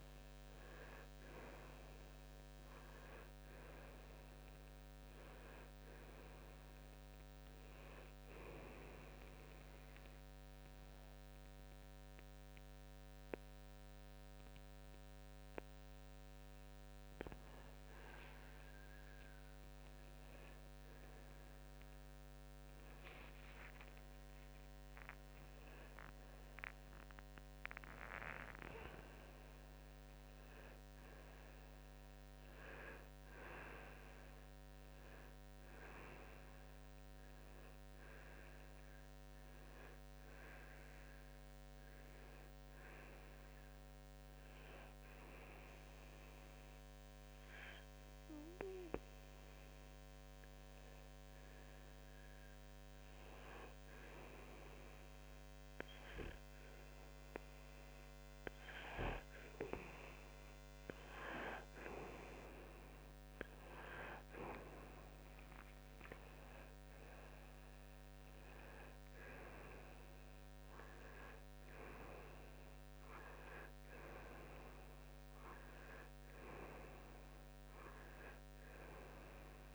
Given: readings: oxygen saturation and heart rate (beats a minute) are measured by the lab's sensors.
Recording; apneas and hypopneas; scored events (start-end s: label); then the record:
breathing in sleep by a microphone on the trachea; 2
8.50-18.50 s: obstructive apnea (oxygen 96% before, 92% lowest, heart rate 63 before, 55 extreme, up 14 after)
9.50-25.50 s: oxygen desaturation (device-marked, oxygen 95% before, 92% lowest, heart rate 63 before, 55 extreme)
23.50-28.50 s: arousal
44.50-59.00 s: hypopnea (oxygen 98% before, 95% lowest, heart rate 65 before, 55 extreme, up 3 after)
62.00-65.50 s: arousal
From the record:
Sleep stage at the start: N2 (light sleep); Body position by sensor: on the back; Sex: male